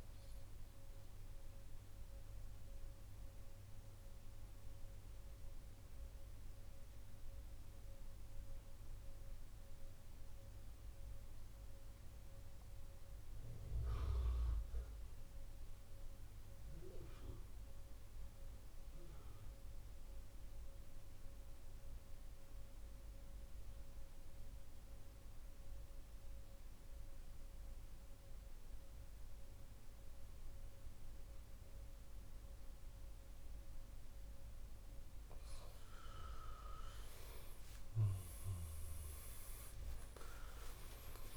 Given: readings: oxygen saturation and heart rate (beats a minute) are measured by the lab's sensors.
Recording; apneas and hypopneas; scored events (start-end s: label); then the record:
breathing in sleep by a room microphone; 1
0.00-8.50 s: oxygen desaturation (device-marked, oxygen 90% lowest, heart rate 88 extreme)
2.00-34.50 s: central apnea (oxygen 97% before, 90% lowest, heart rate 134 before, 47 extreme, up 0 after)
30.50-41.37 s: oxygen desaturation (device-marked, oxygen 98% before, 90% lowest, heart rate 109 before, 39 extreme)
36.50-39.50 s: arousal
From the record:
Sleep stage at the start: N2 (light sleep); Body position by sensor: on the back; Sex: male